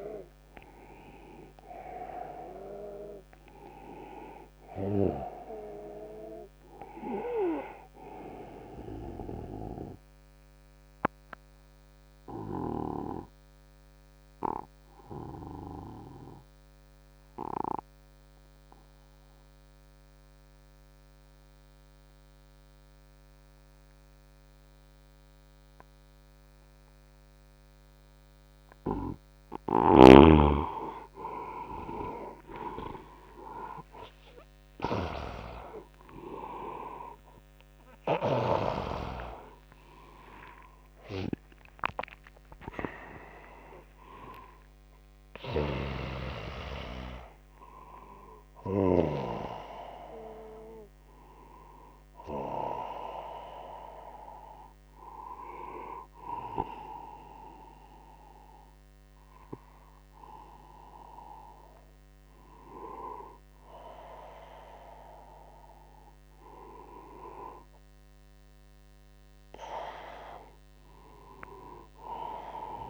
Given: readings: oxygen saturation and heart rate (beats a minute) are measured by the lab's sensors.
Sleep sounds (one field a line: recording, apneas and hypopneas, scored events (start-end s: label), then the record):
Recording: breathing in sleep by a microphone on the trachea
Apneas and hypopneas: 2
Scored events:
0.00-17.00 s: oxygen desaturation (device-marked, oxygen 92% lowest, heart rate 66 extreme)
9.00-28.00 s: obstructive apnea (oxygen 98% before, 92% lowest, heart rate 79 before, 66 extreme, up 13 after)
9.00-72.90 s: new sleep stage, N1 (lightest sleep)
30.50-35.50 s: arousal
31.00-56.00 s: oxygen desaturation (device-marked, oxygen 98% before, 92% lowest, heart rate 73 before, 77 extreme)
52.00-63.50 s: hypopnea (oxygen 98% before, 92% lowest, heart rate 80 before, 78 extreme, up 4 after)
66.00-71.00 s: arousal
From the record:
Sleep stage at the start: N2 (light sleep)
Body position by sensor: on the right side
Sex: male